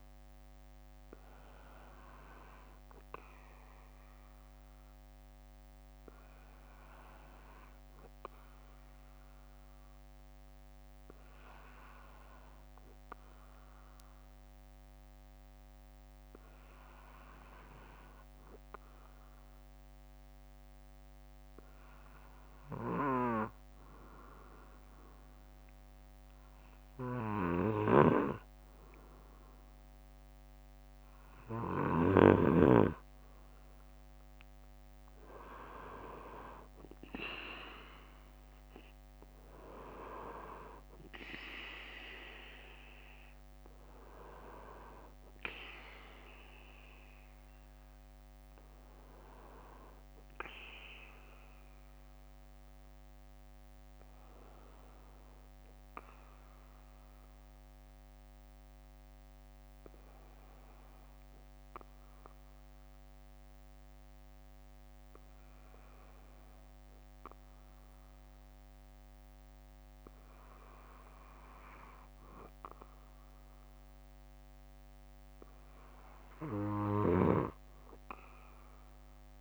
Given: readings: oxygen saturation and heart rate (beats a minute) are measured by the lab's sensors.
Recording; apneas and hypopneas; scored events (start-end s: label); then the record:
breathing in sleep by a microphone on the trachea; 2
6.50-19.50 s: bradycardia (device-marked, heart rate 61 before, 58 extreme)
7.00-25.00 s: hypopnea (oxygen 95% before, 93% lowest, heart rate 60 before, 57 extreme, up 6 after)
21.50-23.50 s: bradycardia (device-marked, heart rate 61 before, 59 extreme)
27.00-31.00 s: arousal
31.50-33.50 s: bradycardia (device-marked, heart rate 61 before, 62 extreme)
42.50-44.50 s: bradycardia (device-marked, heart rate 61 before, 60 extreme)
49.50-64.50 s: bradycardia (device-marked, heart rate 61 before, 53 extreme)
55.00-69.50 s: obstructive apnea (oxygen 95% before, 93% lowest, heart rate 63 before, 56 extreme, up 4 after)
65.50-67.50 s: bradycardia (device-marked, heart rate 60 before, 57 extreme)
70.50-72.50 s: bradycardia (device-marked, heart rate 60 before, 60 extreme)
72.50-76.00 s: arousal
74.50-79.41 s: bradycardia (device-marked, heart rate 60 before, 56 extreme)
From the record:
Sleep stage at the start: N2 (light sleep); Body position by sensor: on the back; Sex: male